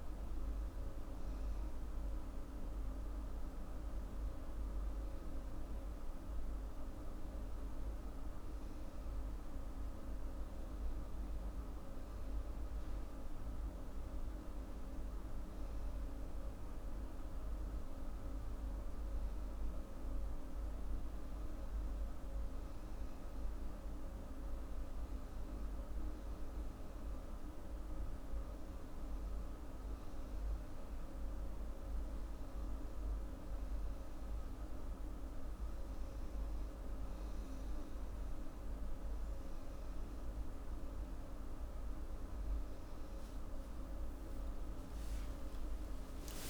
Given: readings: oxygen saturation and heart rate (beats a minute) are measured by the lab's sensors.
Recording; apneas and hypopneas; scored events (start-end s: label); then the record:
a person partly awake in a sleep study, hard to hear, by a room microphone; none
33.50-46.50 s: new sleep stage, awake
From the record:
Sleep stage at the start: N1 (lightest sleep); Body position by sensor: on the back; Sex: female